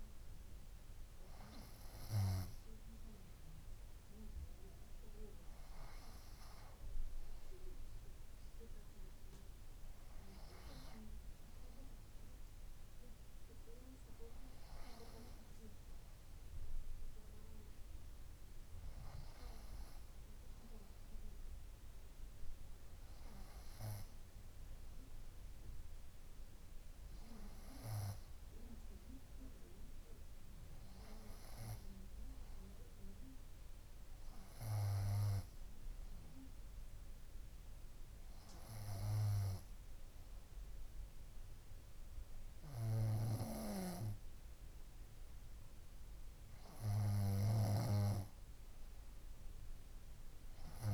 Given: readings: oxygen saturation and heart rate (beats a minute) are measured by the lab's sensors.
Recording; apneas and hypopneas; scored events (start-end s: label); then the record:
breathing in sleep by a room microphone; none
0.00-1.50 s: bradycardia (device-marked, heart rate 58 extreme)
14.50-16.50 s: bradycardia (device-marked, heart rate 62 before, 60 extreme)
38.50-40.50 s: bradycardia (device-marked, heart rate 62 before, 61 extreme)
From the record:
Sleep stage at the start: N2 (light sleep); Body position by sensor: on the front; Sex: female